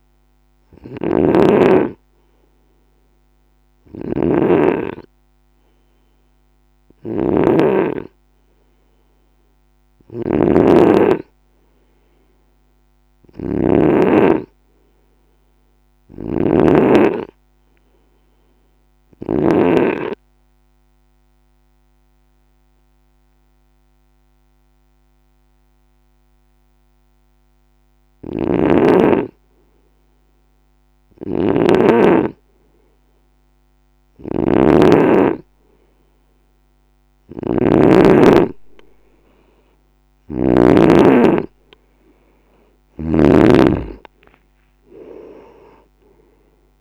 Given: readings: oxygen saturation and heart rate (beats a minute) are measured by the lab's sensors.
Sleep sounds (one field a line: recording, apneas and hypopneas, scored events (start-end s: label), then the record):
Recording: breathing in sleep by a microphone on the trachea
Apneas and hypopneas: 1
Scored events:
0.00-19.50 s: snoring (device-marked)
16.00-29.00 s: oxygen desaturation (device-marked, oxygen 95% before, 91% lowest, heart rate 56 before, 56 extreme)
18.50-29.00 s: obstructive apnea (oxygen 95% before, 89% lowest, heart rate 56 before, 56 extreme, up 3 after)
28.00-40.50 s: snoring (device-marked)
40.00-43.50 s: arousal
From the record:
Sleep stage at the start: N2 (light sleep)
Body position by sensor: on the right side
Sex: male